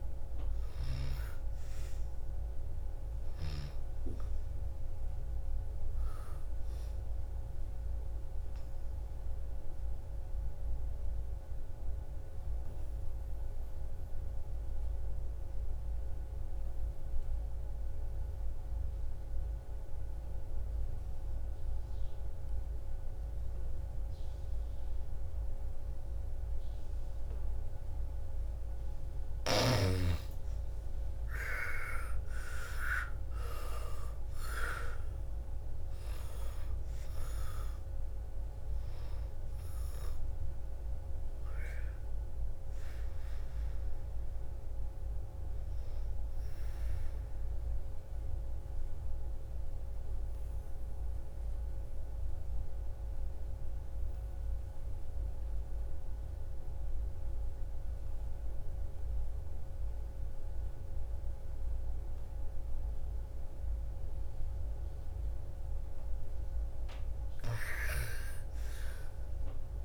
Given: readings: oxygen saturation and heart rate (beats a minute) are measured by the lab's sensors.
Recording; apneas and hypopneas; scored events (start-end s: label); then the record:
breathing in sleep by a room microphone; 2
0.00-12.50 s: oxygen desaturation (device-marked, oxygen 84% lowest, heart rate 55 extreme)
8.00-28.50 s: obstructive apnea (oxygen 98% before, 83% lowest, heart rate 65 before, 55 extreme, up 14 after)
30.00-34.50 s: arousal
31.50-50.50 s: oxygen desaturation (device-marked, oxygen 98% before, 83% lowest, heart rate 57 before, 55 extreme)
46.50-65.50 s: obstructive apnea (oxygen 99% before, 85% lowest, heart rate 65 before, 55 extreme, up 13 after)
64.50-69.85 s: oxygen desaturation (device-marked, oxygen 98% before, 85% lowest, heart rate 58 before, 55 extreme)
67.50-69.85 s: arousal
From the record:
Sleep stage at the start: N2 (light sleep); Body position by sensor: on the back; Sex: female